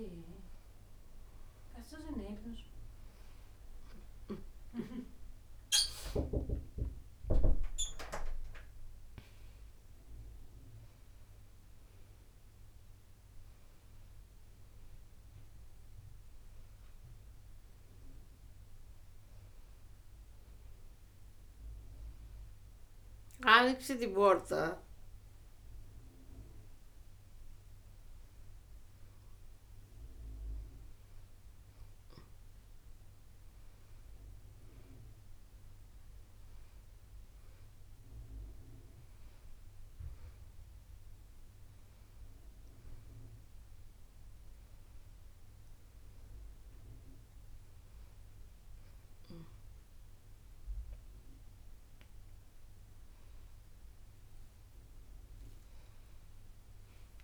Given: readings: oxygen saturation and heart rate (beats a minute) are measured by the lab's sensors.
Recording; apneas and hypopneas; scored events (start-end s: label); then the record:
a person awake in a sleep study, by a room microphone; none
none scored
From the record:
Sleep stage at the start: awake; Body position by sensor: on the back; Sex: female